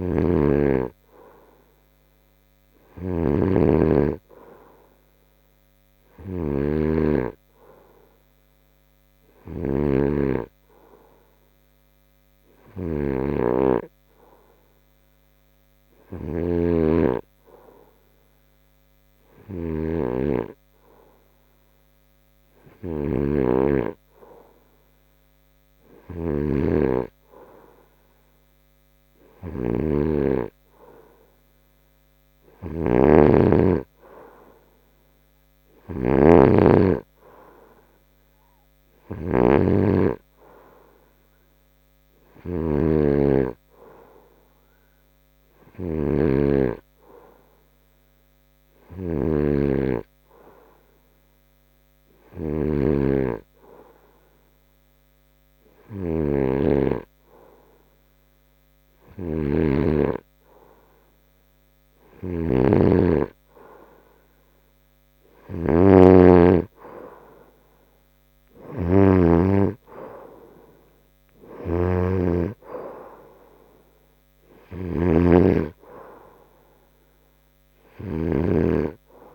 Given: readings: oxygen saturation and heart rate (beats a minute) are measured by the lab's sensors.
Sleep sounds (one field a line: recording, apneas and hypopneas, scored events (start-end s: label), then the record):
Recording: breathing in sleep by a microphone on the trachea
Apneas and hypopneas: none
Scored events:
0.00-3.50 s: snoring (device-marked)
From the record:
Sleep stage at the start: N2 (light sleep)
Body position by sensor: on the front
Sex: male